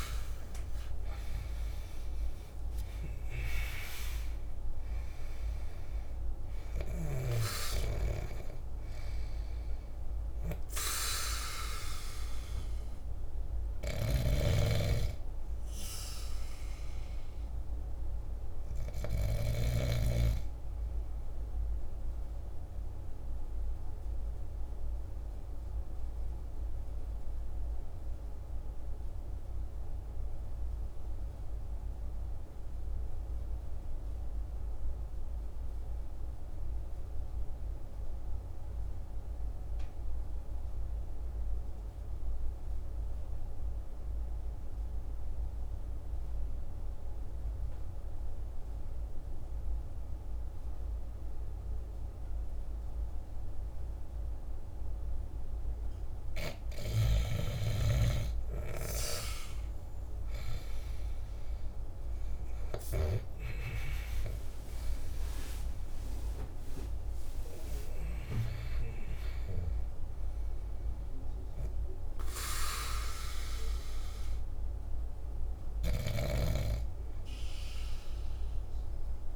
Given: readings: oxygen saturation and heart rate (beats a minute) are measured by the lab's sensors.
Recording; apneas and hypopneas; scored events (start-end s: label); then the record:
breathing in sleep by a room microphone; 1
0.00-4.50 s: arousal
0.00-33.00 s: oxygen desaturation (device-marked, oxygen 71% lowest, heart rate 47 extreme)
13.50-19.50 s: snoring (device-marked)
22.00-55.50 s: obstructive apnea (oxygen 85% before, 71% lowest, heart rate 58 before, 47 extreme, up 13 after)
50.00-79.36 s: oxygen desaturation (device-marked, oxygen 98% before, 79% lowest, heart rate 48 before, 47 extreme)
57.50-63.00 s: arousal
From the record:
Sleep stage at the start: N2 (light sleep); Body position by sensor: on the back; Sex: male